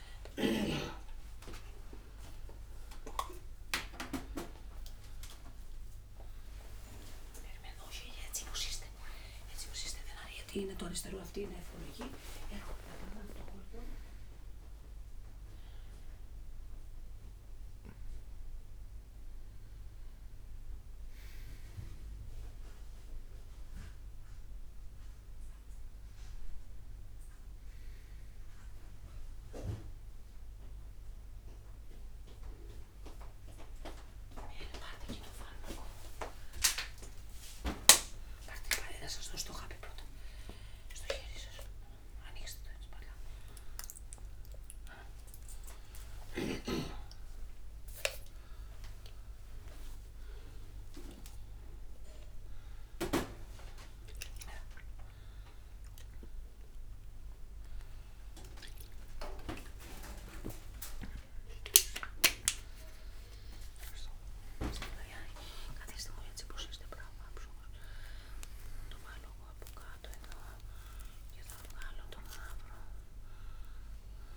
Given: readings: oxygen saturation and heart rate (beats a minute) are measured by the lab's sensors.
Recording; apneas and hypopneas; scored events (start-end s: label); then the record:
a person awake in a sleep study, by a room microphone; none
none scored
From the record:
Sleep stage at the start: awake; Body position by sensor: on the right side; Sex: male